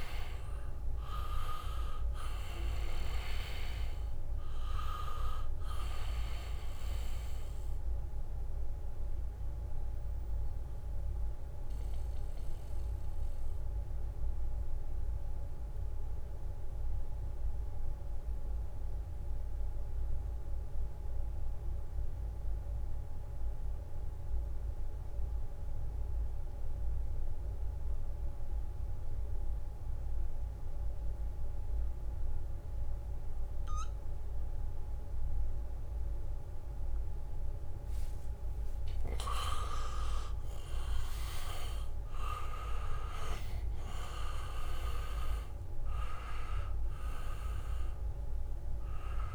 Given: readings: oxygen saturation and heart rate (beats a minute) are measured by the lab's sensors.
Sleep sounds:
breathing in sleep by a room microphone; 1
0.00-1.00 s: arousal
0.00-3.00 s: leg movement (device-marked)
0.00-20.00 s: oxygen desaturation (device-marked, oxygen 82% lowest, heart rate 62 extreme)
11.50-37.50 s: mixed apnea (oxygen 98% before, 81% lowest, heart rate 69 before, 62 extreme, up 0 after)
32.00-49.35 s: oxygen desaturation (device-marked, oxygen 98% before, 81% lowest, heart rate 73 before, 62 extreme)
33.00-34.50 s: leg movement (device-marked)
38.50-41.50 s: leg movement (device-marked)
40.00-44.50 s: arousal
From the record:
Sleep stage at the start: N2 (light sleep); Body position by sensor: on the back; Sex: male

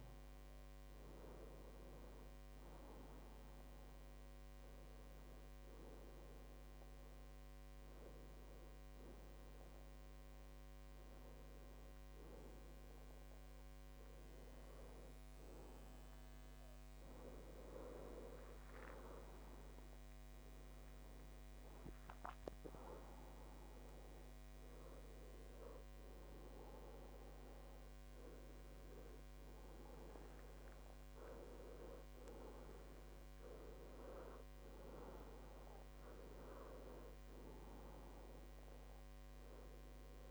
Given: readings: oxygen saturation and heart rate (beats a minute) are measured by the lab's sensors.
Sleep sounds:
breathing in sleep by a microphone on the trachea; none
24.00-28.00 s: arousal
From the record:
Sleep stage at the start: N1 (lightest sleep); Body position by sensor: on the back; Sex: male

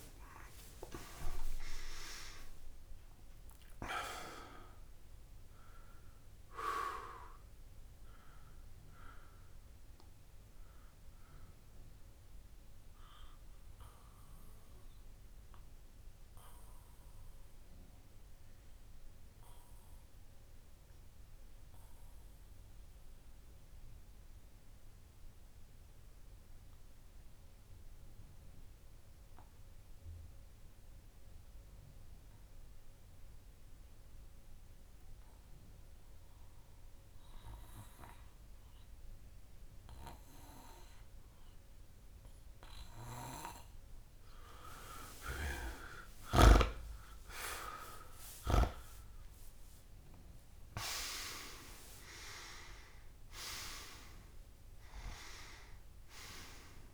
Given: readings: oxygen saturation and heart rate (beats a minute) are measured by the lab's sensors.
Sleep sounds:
breathing in sleep by a room microphone; 1
0.00-5.50 s: oxygen desaturation (device-marked, oxygen 94% lowest)
7.50-42.50 s: obstructive apnea (oxygen 99% before, 93% lowest)
45.50-50.00 s: arousal
46.50-56.94 s: oxygen desaturation (device-marked, oxygen 99% before, 94% lowest)
From the record:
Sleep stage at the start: N2 (light sleep); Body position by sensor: on the back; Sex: male

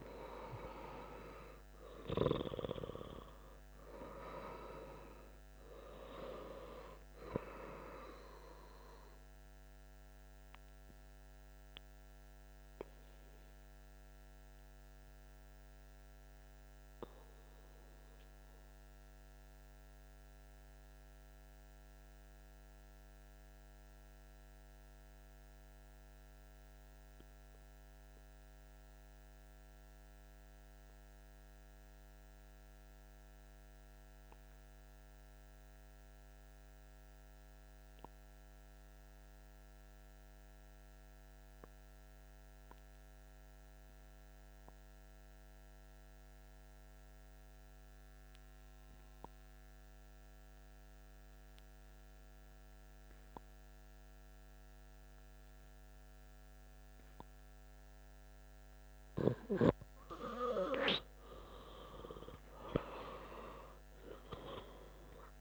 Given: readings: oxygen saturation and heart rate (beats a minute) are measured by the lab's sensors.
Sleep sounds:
breathing in sleep by a microphone on the trachea; 1
0.00-23.00 s: oxygen desaturation (device-marked, oxygen 93% lowest)
10.50-60.00 s: mixed apnea (oxygen 98% before, 88% lowest)
44.00-65.41 s: oxygen desaturation (device-marked, oxygen 97% before, 88% lowest)
61.50-65.41 s: arousal
From the record:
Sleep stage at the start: N2 (light sleep); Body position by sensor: on the back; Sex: male

